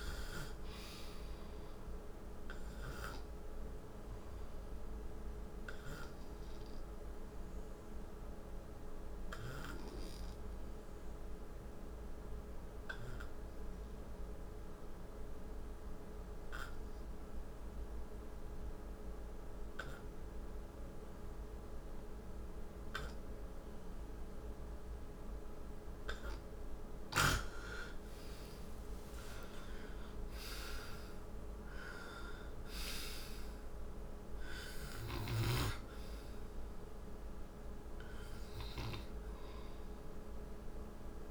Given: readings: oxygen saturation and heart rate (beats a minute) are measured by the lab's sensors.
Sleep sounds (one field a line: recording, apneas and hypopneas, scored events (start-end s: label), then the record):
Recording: breathing in sleep by a room microphone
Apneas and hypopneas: 1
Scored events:
0.50-22.50 s: oxygen desaturation (device-marked, oxygen 98% before, 93% lowest, heart rate 62 before, 56 extreme)
5.50-25.50 s: obstructive apnea (oxygen 98% before, 87% lowest, heart rate 63 before, 57 extreme, up 10 after)
24.50-41.31 s: oxygen desaturation (device-marked, oxygen 97% before, 87% lowest, heart rate 60 before, 57 extreme)
27.50-31.00 s: arousal
From the record:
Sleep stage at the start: N2 (light sleep)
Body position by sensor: on the right side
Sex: male